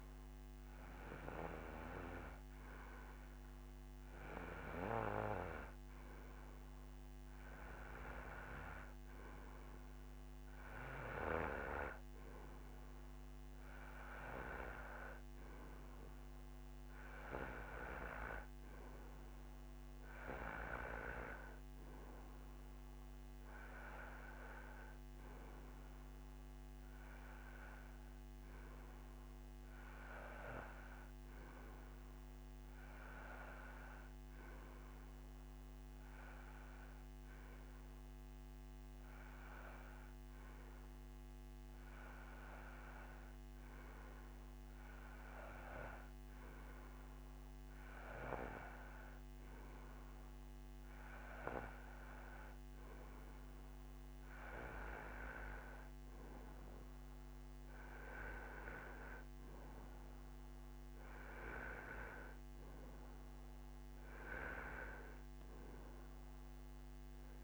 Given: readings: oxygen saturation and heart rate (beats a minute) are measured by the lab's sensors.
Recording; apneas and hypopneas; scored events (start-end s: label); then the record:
breathing in sleep by a microphone on the trachea; none
none scored
From the record:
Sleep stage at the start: N2 (light sleep); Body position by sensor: on the right side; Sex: male